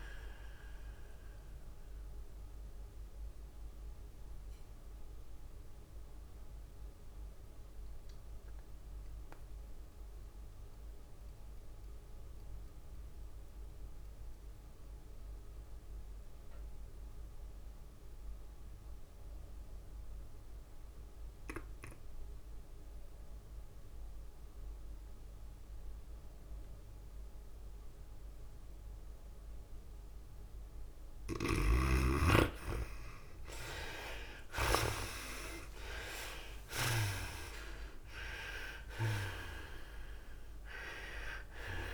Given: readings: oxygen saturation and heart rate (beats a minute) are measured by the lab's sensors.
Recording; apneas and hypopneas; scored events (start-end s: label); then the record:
breathing in sleep by a room microphone; 1
0.00-10.00 s: drop in pulse transit time (device-marked, heart rate 99 extreme)
0.00-10.00 s: oxygen desaturation (device-marked, oxygen 57% lowest, heart rate 93 extreme)
0.00-41.94 s: tachycardia (device-marked, heart rate 116 extreme)
2.00-31.00 s: mixed apnea (oxygen 77% before, 57% lowest, heart rate 102 before, 101 extreme, up 9 after)
20.00-41.94 s: oxygen desaturation (device-marked, oxygen 98% before, 64% lowest, heart rate 111 before, 99 extreme)
32.00-35.50 s: snoring (device-marked)
34.50-39.00 s: arousal
36.00-41.94 s: drop in pulse transit time (device-marked, heart rate 103 before, 105 extreme)
From the record:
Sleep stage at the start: N2 (light sleep); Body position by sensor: on the back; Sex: female